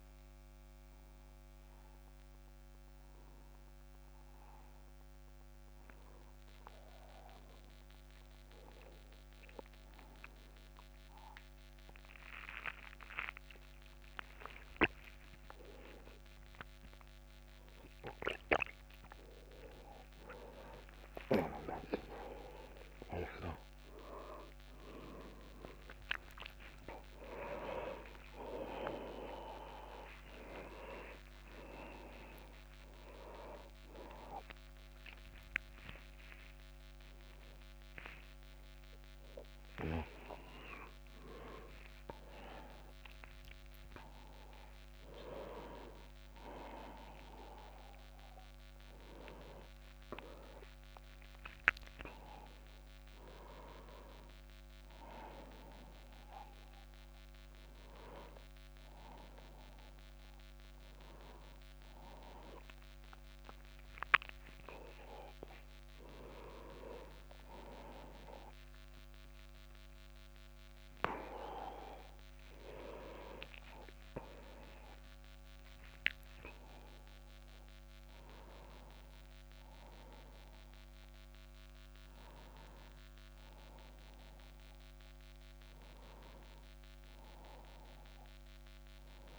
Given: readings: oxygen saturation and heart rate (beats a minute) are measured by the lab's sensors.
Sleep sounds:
a person awake in a sleep study, by a microphone on the trachea; none
4.00-10.00 s: tachycardia (device-marked, heart rate 50 before, 110 extreme)
12.00-15.00 s: tachycardia (device-marked, heart rate 51 before, 114 extreme)
74.00-89.39 s: new sleep stage, N1 (lightest sleep)
From the record:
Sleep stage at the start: awake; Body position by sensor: on the back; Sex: male

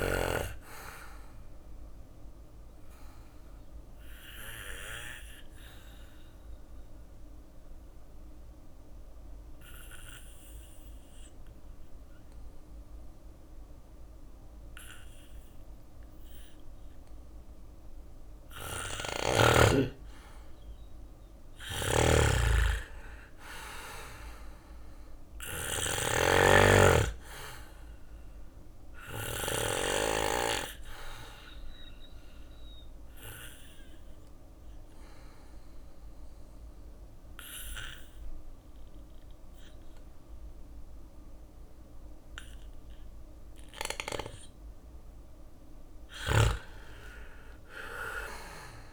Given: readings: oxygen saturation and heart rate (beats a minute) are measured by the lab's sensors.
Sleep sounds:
breathing in sleep by a room microphone; 2
0.00-2.00 s: bradycardia (device-marked, heart rate 59 extreme)
0.00-2.00 s: drop in pulse transit time (device-marked, heart rate 59 extreme)
0.00-16.00 s: oxygen desaturation (device-marked, oxygen 91% lowest, heart rate 57 extreme)
4.00-16.50 s: obstructive apnea (oxygen 98% before, 91% lowest, heart rate 62 before, 58 extreme, up 4 after)
19.00-23.00 s: arousal
20.50-28.50 s: snoring (device-marked)
25.00-27.00 s: bradycardia (device-marked, heart rate 62 before, 60 extreme)
27.00-40.00 s: oxygen desaturation (device-marked, oxygen 99% before, 93% lowest, heart rate 62 before, 58 extreme)
30.00-42.50 s: obstructive apnea (oxygen 99% before, 92% lowest, heart rate 62 before, 58 extreme, up 8 after)
32.00-42.00 s: bradycardia (device-marked, heart rate 62 before, 58 extreme)
45.00-48.93 s: drop in pulse transit time (device-marked, heart rate 59 before, 58 extreme)
46.00-48.93 s: arousal
From the record:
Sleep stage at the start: N2 (light sleep); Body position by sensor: on the back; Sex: male

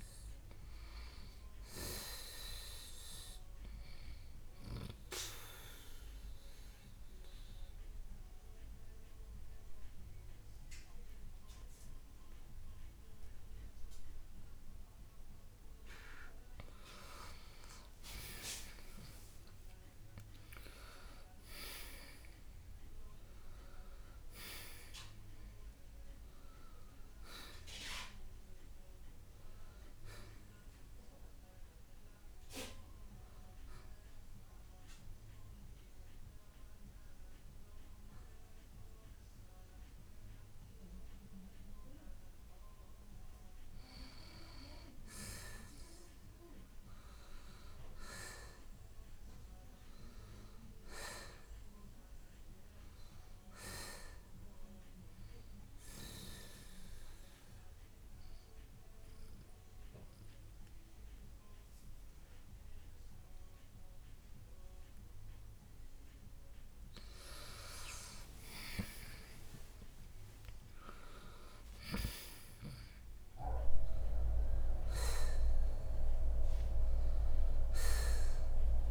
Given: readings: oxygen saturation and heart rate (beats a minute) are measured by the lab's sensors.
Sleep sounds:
breathing in sleep by a room microphone; 3
5.00-16.50 s: central apnea (oxygen 95% before, 85% lowest, heart rate 63 before, 58 extreme, up 6 after)
7.00-22.00 s: oxygen desaturation (device-marked, oxygen 93% before, 88% lowest, heart rate 63 before, 57 extreme)
18.00-22.00 s: arousal
33.50-44.50 s: hypopnea (oxygen 93% before, 85% lowest, heart rate 65 before, 53 extreme, up 4 after)
44.00-56.00 s: oxygen desaturation (device-marked, oxygen 91% before, 85% lowest, heart rate 66 before, 54 extreme)
47.50-51.00 s: arousal
56.50-66.50 s: central apnea (oxygen 92% before, 86% lowest, heart rate 60 before, 57 extreme, up 13 after)
66.00-75.00 s: oxygen desaturation (device-marked, oxygen 94% before, 88% lowest, heart rate 60 before, 62 extreme)
68.50-72.00 s: arousal
From the record:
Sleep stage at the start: N2 (light sleep); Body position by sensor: on the right side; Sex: male

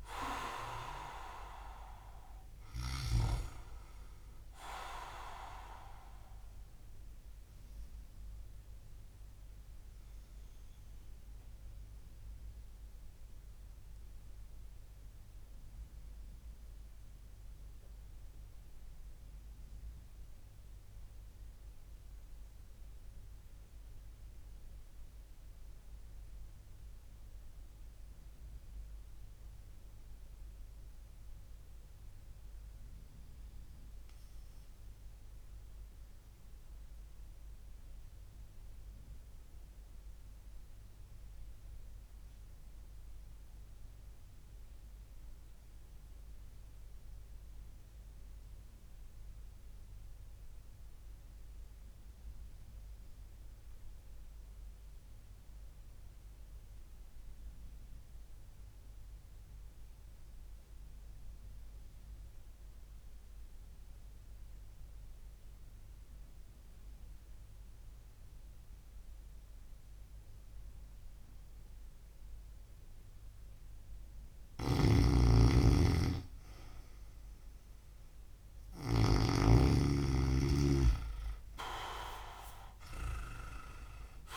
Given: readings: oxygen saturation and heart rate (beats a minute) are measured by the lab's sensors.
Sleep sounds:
breathing in sleep by a room microphone; 1
7.50-72.50 s: obstructive apnea (oxygen 98% before, 91% lowest)
67.50-84.37 s: oxygen desaturation (device-marked, oxygen 99% before, 95% lowest)
74.00-79.00 s: snoring (device-marked)
79.00-84.37 s: arousal
From the record:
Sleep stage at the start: REM sleep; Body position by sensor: on the back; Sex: male

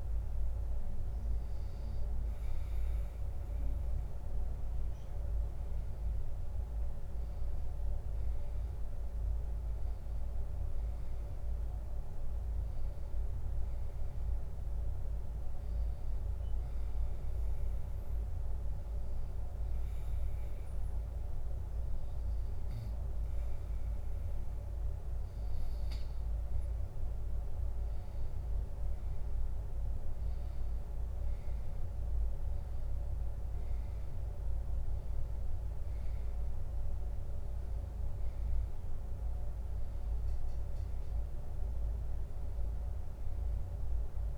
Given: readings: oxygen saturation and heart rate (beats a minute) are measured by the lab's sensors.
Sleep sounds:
breathing in sleep, hard to hear, by a room microphone; 1
10.50-14.00 s: arousal
16.50-26.50 s: obstructive apnea (oxygen 93% before, 90% lowest, heart rate 81 before, 79 extreme, up 2 after)
28.00-31.00 s: arousal
38.00-44.38 s: oxygen desaturation (device-marked, oxygen 93% before, 90% lowest, heart rate 80 before, 79 extreme)
From the record:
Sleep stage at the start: N2 (light sleep); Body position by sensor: on the back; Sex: male

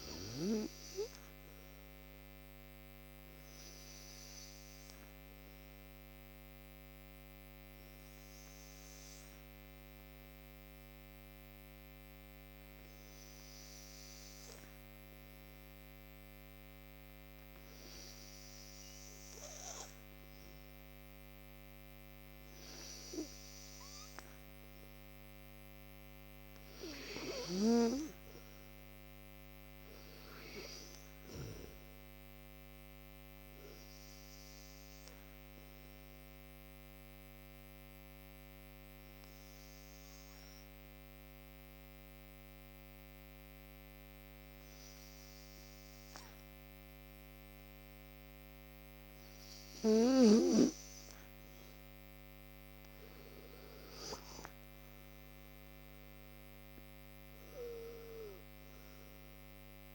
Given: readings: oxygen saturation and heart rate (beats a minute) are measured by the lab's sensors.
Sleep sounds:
breathing in sleep by a microphone on the trachea; 2
0.00-21.00 s: oxygen desaturation (device-marked, oxygen 91% lowest, heart rate 56 extreme)
3.00-26.50 s: obstructive apnea (oxygen 96% before, 90% lowest, heart rate 65 before, 56 extreme, up 16 after)
28.00-30.50 s: arousal
30.00-48.00 s: oxygen desaturation (device-marked, oxygen 96% before, 90% lowest, heart rate 62 before, 56 extreme)
33.00-50.00 s: obstructive apnea (oxygen 96% before, 86% lowest, heart rate 64 before, 57 extreme, up 19 after)
52.00-55.00 s: arousal
56.00-59.95 s: oxygen desaturation (device-marked, oxygen 95% before, 90% lowest, heart rate 62 before, 56 extreme)
From the record:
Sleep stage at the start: N2 (light sleep); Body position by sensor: on the right side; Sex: male

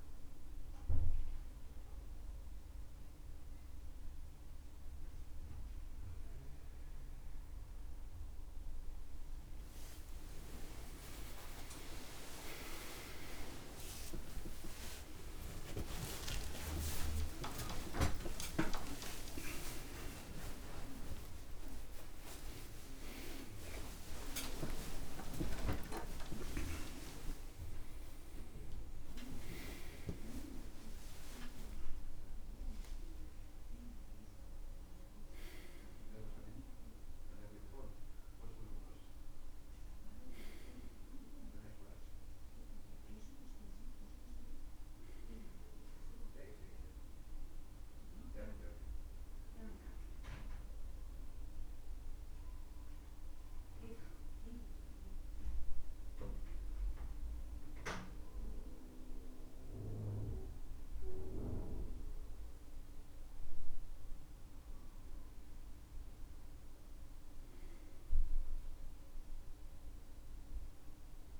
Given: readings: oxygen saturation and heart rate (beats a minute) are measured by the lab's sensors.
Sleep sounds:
a person partly awake in a sleep study, by a room microphone; none
16.00-46.00 s: new sleep stage, awake
28.00-42.00 s: oxygen desaturation (device-marked, oxygen 96% before, 92% lowest, heart rate 125 before, 38 extreme)
46.00-71.40 s: new sleep stage, N1 (lightest sleep)
From the record:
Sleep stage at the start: N1 (lightest sleep); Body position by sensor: on the back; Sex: male

